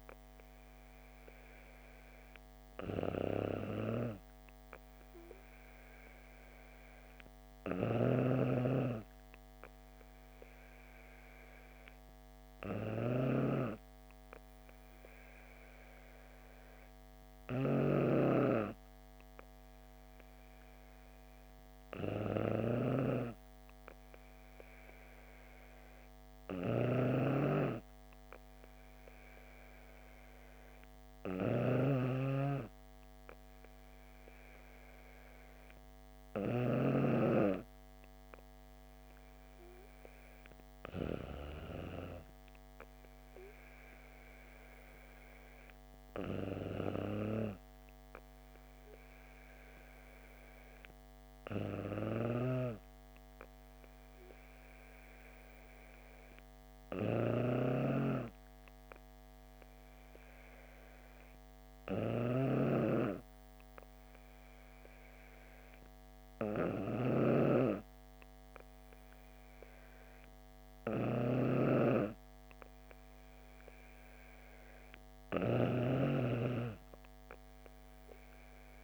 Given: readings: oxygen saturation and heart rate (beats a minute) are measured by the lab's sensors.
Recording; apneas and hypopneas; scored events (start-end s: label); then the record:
breathing in sleep by a microphone on the trachea; none
8.00-37.00 s: snoring (device-marked)
52.00-76.00 s: snoring (device-marked)
From the record:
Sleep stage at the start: N2 (light sleep); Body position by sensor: on the back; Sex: female